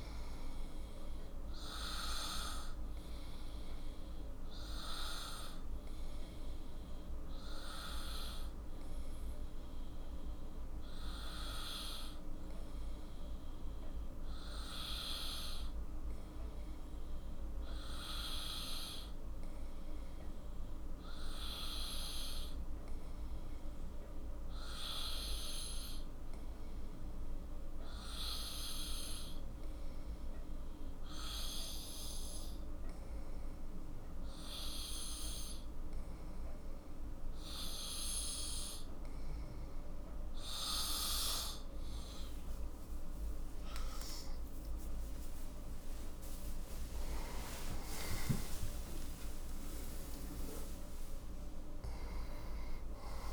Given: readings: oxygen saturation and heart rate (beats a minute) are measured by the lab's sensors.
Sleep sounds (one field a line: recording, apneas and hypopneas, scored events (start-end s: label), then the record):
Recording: breathing in sleep by a room microphone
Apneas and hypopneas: 1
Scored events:
0.00-1.50 s: oxygen desaturation (device-marked, oxygen 93% lowest, heart rate 44 extreme)
2.50-42.00 s: obstructive apnea (oxygen 97% before, 91% lowest, heart rate 57 before, 44 extreme)
41.50-53.33 s: oxygen desaturation (device-marked, oxygen 94% before, 91% lowest, heart rate 54 before, 49 extreme)
51.50-53.33 s: new sleep stage, awake
From the record:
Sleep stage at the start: N2 (light sleep)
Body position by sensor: on the right side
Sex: male